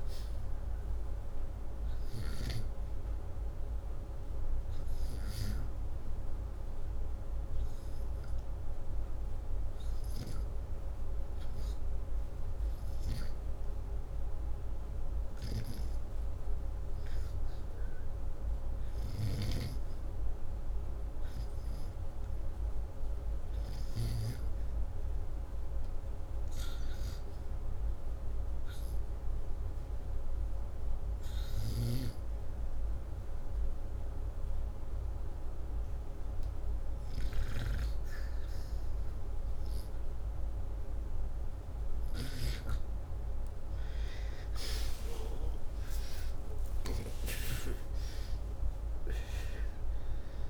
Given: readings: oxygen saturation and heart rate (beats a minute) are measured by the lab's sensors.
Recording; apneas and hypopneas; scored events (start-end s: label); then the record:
breathing in sleep by a room microphone; none
34.00-46.00 s: oxygen desaturation (device-marked, oxygen 97% before, 92% lowest, heart rate 80 before, 79 extreme)
44.50-50.49 s: arousal
From the record:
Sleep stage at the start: REM sleep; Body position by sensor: upright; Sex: male